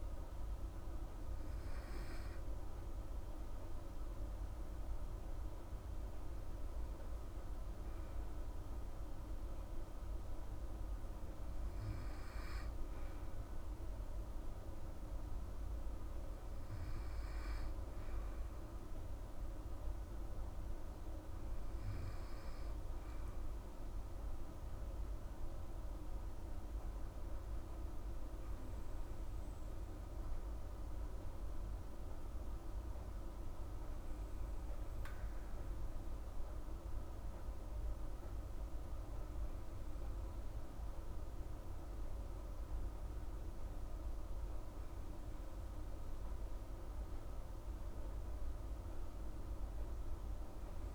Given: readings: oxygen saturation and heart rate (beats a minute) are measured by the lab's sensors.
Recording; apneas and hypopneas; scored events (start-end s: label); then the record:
breathing in sleep, hard to hear, by a room microphone; none
none scored
From the record:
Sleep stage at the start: N2 (light sleep); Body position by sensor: on the right side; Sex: female